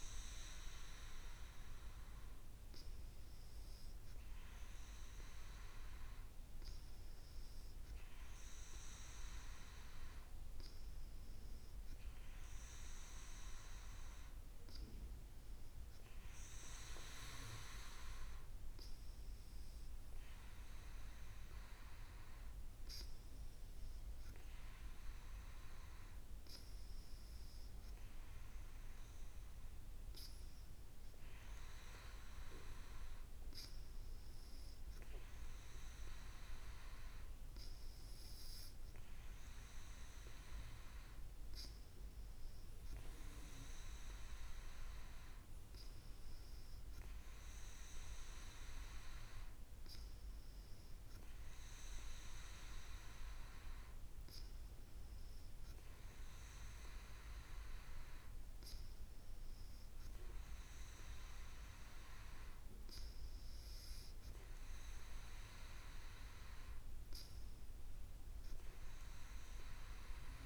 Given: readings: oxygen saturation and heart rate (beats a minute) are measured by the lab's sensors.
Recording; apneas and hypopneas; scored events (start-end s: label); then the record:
breathing in sleep by a room microphone; none
none scored
From the record:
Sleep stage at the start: N2 (light sleep); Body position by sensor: on the back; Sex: female